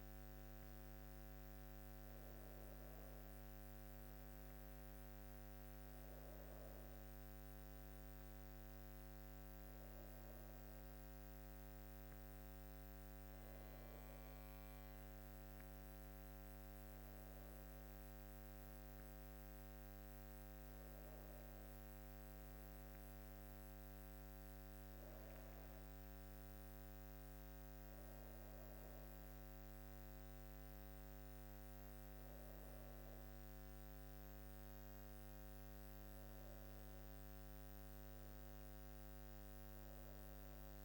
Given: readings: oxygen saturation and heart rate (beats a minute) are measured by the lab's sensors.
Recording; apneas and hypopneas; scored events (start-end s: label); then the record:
breathing in sleep, hard to hear, by a microphone on the trachea; none
none scored
From the record:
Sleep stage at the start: N1 (lightest sleep); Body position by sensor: on the back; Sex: female